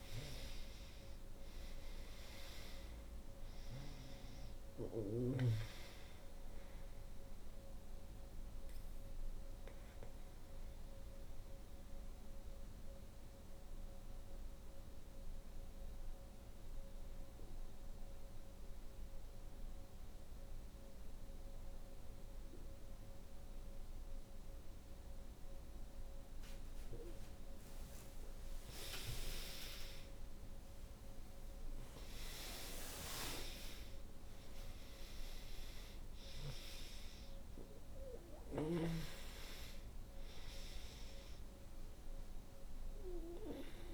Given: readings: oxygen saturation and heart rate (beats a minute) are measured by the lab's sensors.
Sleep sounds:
breathing in sleep by a room microphone; 1
0.00-29.00 s: oxygen desaturation (device-marked, oxygen 80% lowest, heart rate 56 extreme)
8.00-27.00 s: obstructive apnea (oxygen 97% before, 80% lowest, heart rate 72 before, 56 extreme, up 13 after)
29.00-33.00 s: arousal
37.50-43.94 s: snoring (device-marked)
42.00-43.94 s: oxygen desaturation (device-marked, oxygen 95% before, 85% lowest, heart rate 66 before, 60 extreme)
From the record:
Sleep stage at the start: N2 (light sleep); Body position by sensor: on the back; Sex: female

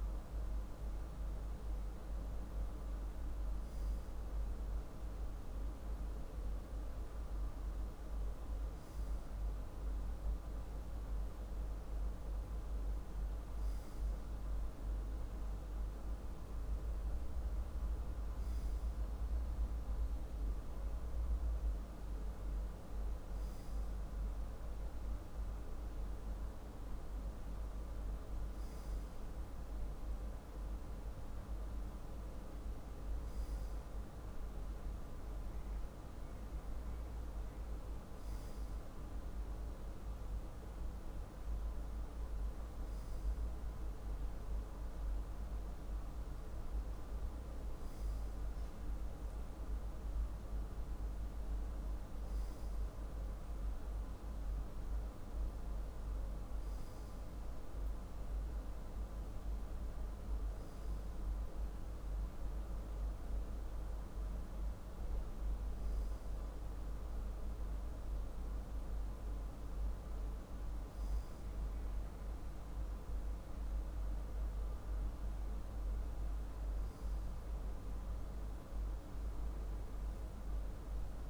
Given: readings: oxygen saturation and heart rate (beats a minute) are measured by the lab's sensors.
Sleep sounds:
breathing in sleep, hard to hear, by a room microphone; none
none scored
From the record:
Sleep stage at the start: N2 (light sleep); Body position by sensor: on the left side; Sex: male

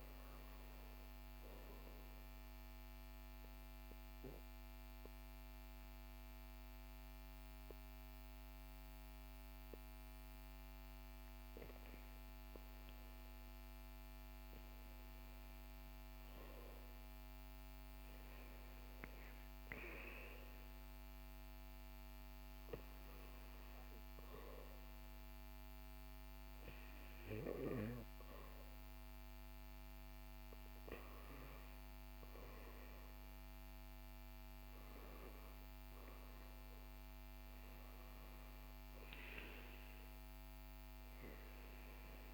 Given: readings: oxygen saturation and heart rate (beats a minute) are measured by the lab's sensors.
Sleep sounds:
breathing in sleep, hard to hear, by a microphone on the trachea; 2
1.00-11.50 s: obstructive apnea (oxygen 99% before, 96% lowest, heart rate 61 before, 59 extreme, up 5 after)
14.00-17.00 s: arousal
20.50-30.50 s: hypopnea (oxygen 98% before, 97% lowest, heart rate 63 before, 58 extreme, up 8 after)
35.00-39.50 s: arousal
From the record:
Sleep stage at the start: REM sleep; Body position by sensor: on the back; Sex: male

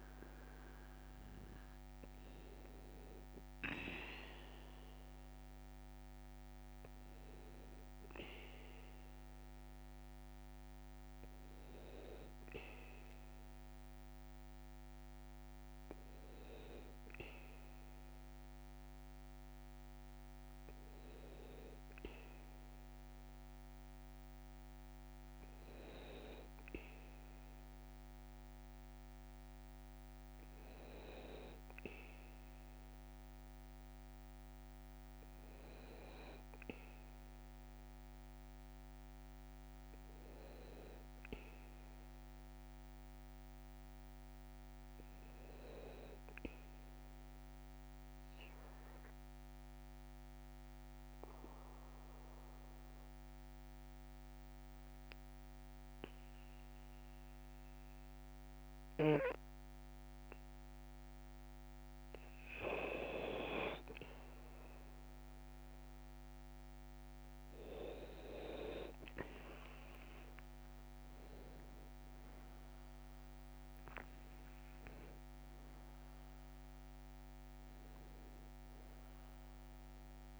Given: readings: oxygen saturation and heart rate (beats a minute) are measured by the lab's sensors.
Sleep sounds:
breathing in sleep by a microphone on the trachea; 1
39.00-43.50 s: arousal
47.50-62.50 s: obstructive apnea (oxygen 99% before, 96% lowest, heart rate 58 before, 56 extreme, up 25 after)
57.00-80.40 s: new sleep stage, N2 (light sleep)
69.00-74.00 s: tachycardia (device-marked, heart rate 63 before, 128 extreme)
70.50-72.50 s: long interval between heartbeats (device-marked, heart rate 59 before, 82 extreme)
71.00-76.00 s: arousal
74.00-76.00 s: long interval between heartbeats (device-marked, heart rate 68 before, 130 extreme)
From the record:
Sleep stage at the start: REM sleep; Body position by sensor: on the back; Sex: male

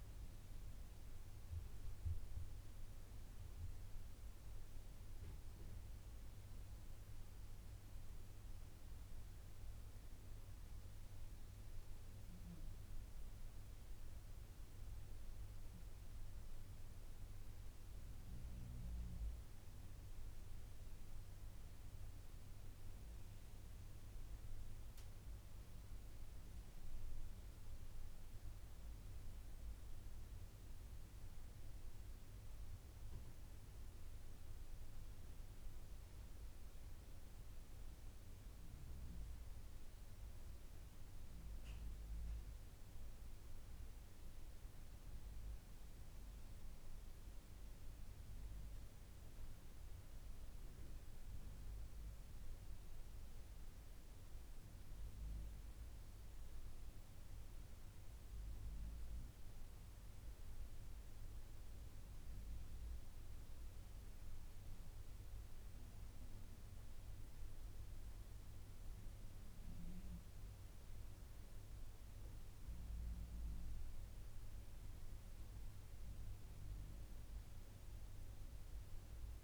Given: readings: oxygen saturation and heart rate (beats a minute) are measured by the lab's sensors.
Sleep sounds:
a person awake in a sleep study, hard to hear, by a room microphone; none
none scored
From the record:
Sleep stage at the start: awake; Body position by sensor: on the back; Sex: male

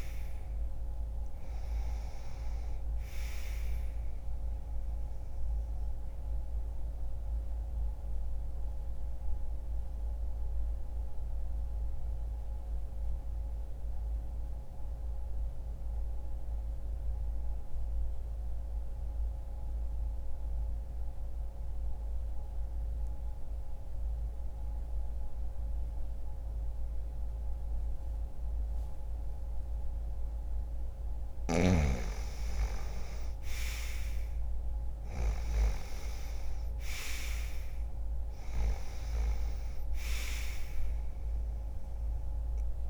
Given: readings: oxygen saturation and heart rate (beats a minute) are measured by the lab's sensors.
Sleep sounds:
breathing in sleep by a room microphone; 1
4.50-29.50 s: obstructive apnea (oxygen 97% before, 89% lowest, heart rate 60 before, 60 extreme, up 0 after)
21.50-29.50 s: oxygen desaturation (device-marked, oxygen 95% before, 91% lowest, heart rate 60 before, 60 extreme)
31.50-36.00 s: arousal
From the record:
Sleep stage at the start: N2 (light sleep); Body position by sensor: on the back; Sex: male

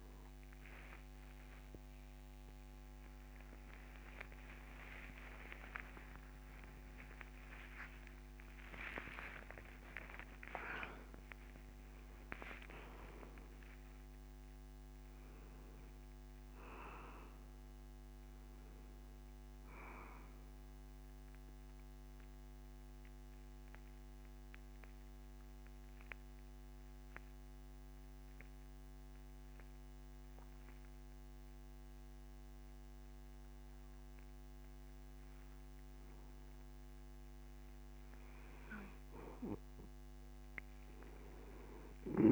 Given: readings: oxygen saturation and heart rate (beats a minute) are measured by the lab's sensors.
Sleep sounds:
a person partly awake in a sleep study, by a microphone on the trachea; 1
19.50-42.32 s: new sleep stage, N2 (light sleep)
23.50-38.00 s: mixed apnea (oxygen 94% before, 92% lowest)
40.50-42.32 s: arousal
From the record:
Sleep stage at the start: awake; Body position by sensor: on the back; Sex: male

